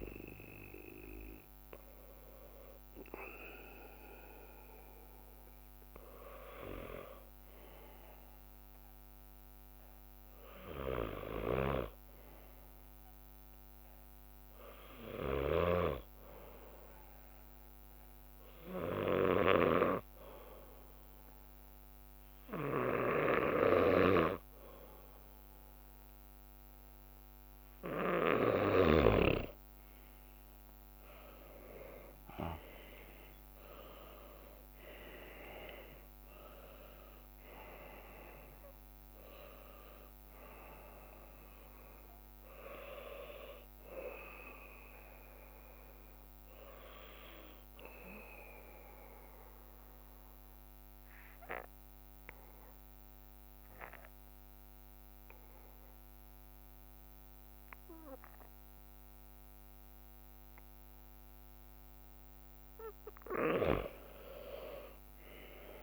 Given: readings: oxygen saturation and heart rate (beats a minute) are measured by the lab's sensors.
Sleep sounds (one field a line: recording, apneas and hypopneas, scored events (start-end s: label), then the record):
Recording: breathing in sleep by a microphone on the trachea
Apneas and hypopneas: 2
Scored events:
0.00-1.00 s: drop in pulse transit time (device-marked, heart rate 69 extreme)
10.00-30.00 s: bradycardia (device-marked, heart rate 58 before, 54 extreme)
18.50-29.00 s: hypopnea (oxygen 99% before, 95% lowest, heart rate 63 before, 54 extreme, up 11 after)
19.00-20.50 s: leg movement (device-marked)
28.50-29.50 s: leg movement (device-marked)
30.00-35.00 s: leg movement (device-marked)
31.00-35.00 s: arousal
39.00-41.00 s: leg movement (device-marked)
46.00-51.50 s: leg movement (device-marked)
48.00-64.00 s: bradycardia (device-marked, heart rate 58 before, 56 extreme)
49.00-61.50 s: obstructive apnea (oxygen 98% before, 95% lowest, heart rate 63 before, 56 extreme, up 7 after)
56.50-63.00 s: leg movement (device-marked)
From the record:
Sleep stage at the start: N2 (light sleep)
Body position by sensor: on the back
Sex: male